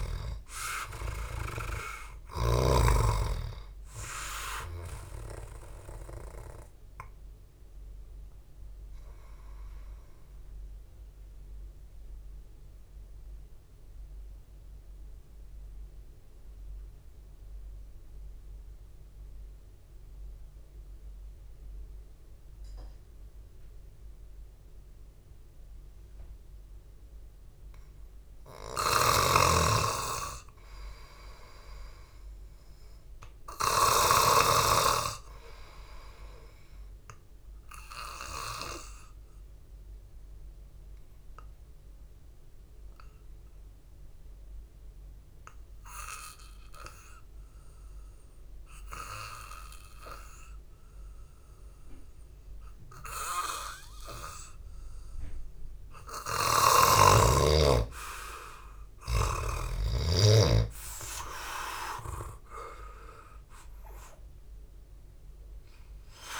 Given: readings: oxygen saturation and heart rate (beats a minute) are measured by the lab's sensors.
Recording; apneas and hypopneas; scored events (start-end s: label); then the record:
breathing in sleep by a room microphone; 2
0.00-1.50 s: arousal
0.00-3.00 s: snoring (device-marked)
10.00-27.00 s: obstructive apnea (oxygen 98% before, 93% lowest, heart rate 58 before, 52 extreme)
29.00-34.50 s: snoring (device-marked)
29.50-32.50 s: arousal
40.00-54.50 s: obstructive apnea (oxygen 98% before, 93% lowest, heart rate 58 before, 52 extreme, up 4 after)
54.50-61.50 s: oxygen desaturation (device-marked, oxygen 96% before, 93% lowest, heart rate 57 before, 52 extreme)
55.50-60.00 s: arousal
56.50-60.00 s: snoring (device-marked)
From the record:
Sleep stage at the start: N2 (light sleep); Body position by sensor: on the back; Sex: male